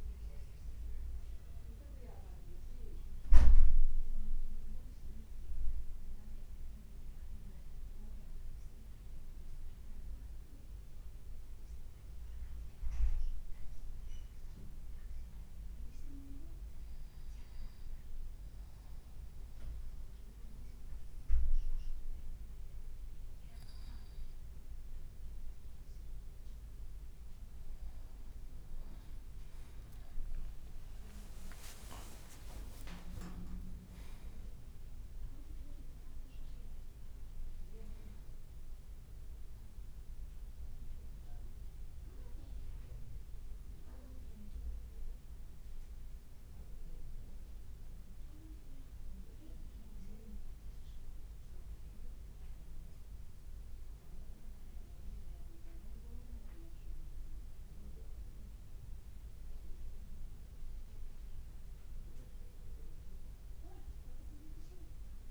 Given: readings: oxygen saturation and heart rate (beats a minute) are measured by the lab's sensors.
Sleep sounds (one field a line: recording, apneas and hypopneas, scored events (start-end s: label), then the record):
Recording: breathing in sleep by a room microphone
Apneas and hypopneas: 1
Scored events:
14.00-26.00 s: obstructive apnea (oxygen 97% before, 93% lowest, heart rate 54 before, 52 extreme, up 26 after)
28.00-32.00 s: arousal
28.50-30.00 s: leg movement (device-marked)
31.00-36.00 s: leg movement (device-marked)
33.00-35.00 s: long interval between heartbeats (device-marked, heart rate 54 before, 76 extreme)
From the record:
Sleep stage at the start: N2 (light sleep)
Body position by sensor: on the back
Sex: male